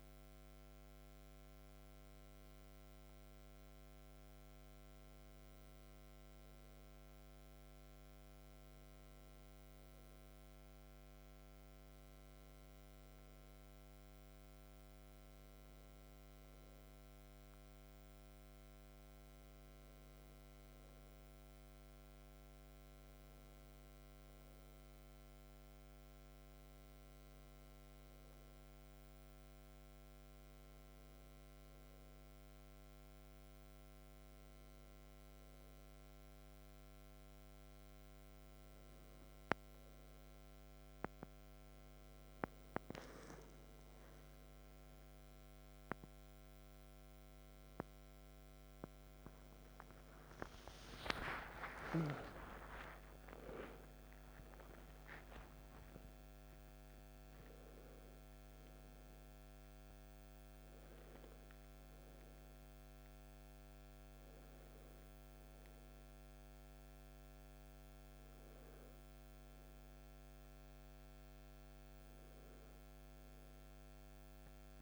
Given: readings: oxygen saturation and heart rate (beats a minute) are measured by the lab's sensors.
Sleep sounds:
breathing in sleep by a microphone on the trachea; none
50.00-56.00 s: arousal
69.00-74.82 s: new sleep stage, REM sleep
From the record:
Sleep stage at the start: N2 (light sleep); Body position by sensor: on the back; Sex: male

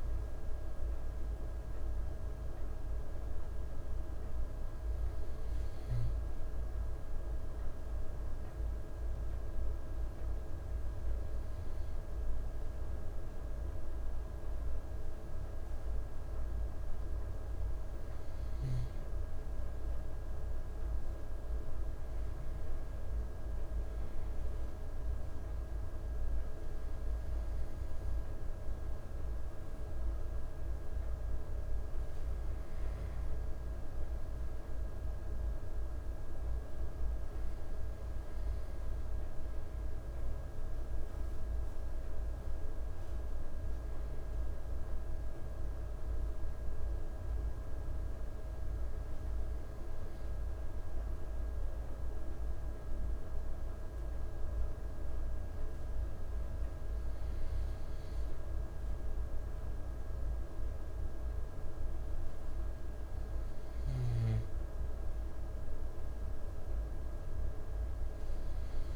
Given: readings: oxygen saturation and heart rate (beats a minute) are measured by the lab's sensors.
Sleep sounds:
breathing in sleep, hard to hear, by a room microphone; none
64.00-68.96 s: snoring (device-marked)
From the record:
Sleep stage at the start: N2 (light sleep); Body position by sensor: on the back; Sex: male

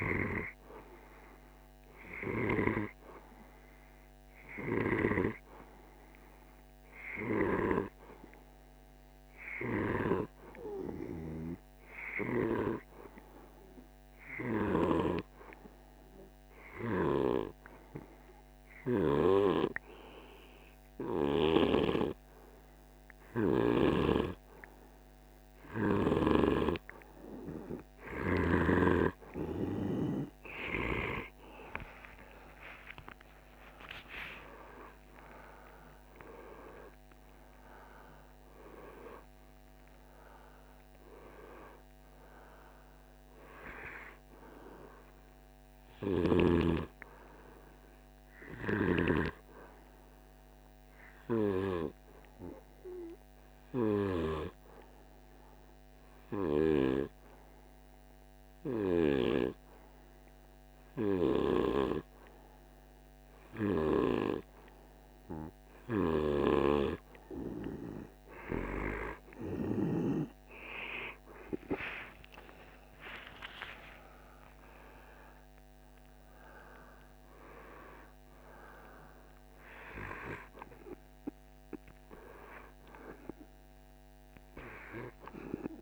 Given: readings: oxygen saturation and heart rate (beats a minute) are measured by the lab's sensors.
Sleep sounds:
breathing in sleep by a microphone on the trachea; 2
2.50-26.00 s: hypopnea (oxygen 98% before, 95% lowest, heart rate 55 before, 50 extreme, up 27 after)
16.00-21.00 s: snoring (device-marked)
31.50-37.00 s: arousal
50.50-66.50 s: hypopnea (oxygen 97% before, 91% lowest, heart rate 61 before, 50 extreme, up 46 after)
71.00-76.00 s: arousal
From the record:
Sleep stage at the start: N2 (light sleep); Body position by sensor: on the right side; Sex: male

